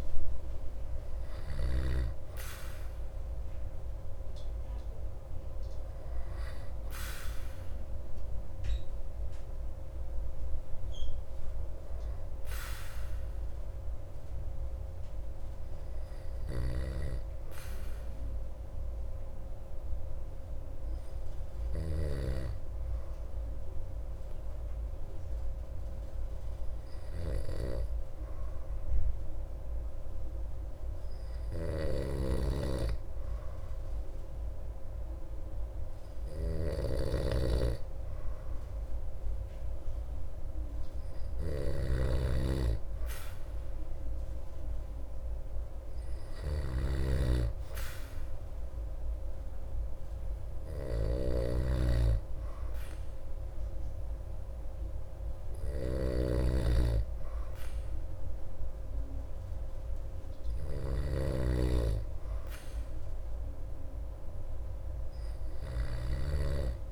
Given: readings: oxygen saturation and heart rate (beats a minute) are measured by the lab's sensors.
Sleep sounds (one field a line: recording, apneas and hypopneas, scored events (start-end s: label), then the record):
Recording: breathing in sleep by a room microphone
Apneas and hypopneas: 1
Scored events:
0.00-2.00 s: snoring (device-marked)
16.50-22.00 s: snoring (device-marked)
17.00-20.00 s: arousal
22.00-35.50 s: hypopnea (oxygen 95% before, 93% lowest)
31.50-66.00 s: snoring (device-marked)
38.00-41.50 s: arousal
39.00-62.00 s: oxygen desaturation (device-marked, oxygen 97% before, 93% lowest)
From the record:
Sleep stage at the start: N2 (light sleep)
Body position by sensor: on the back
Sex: male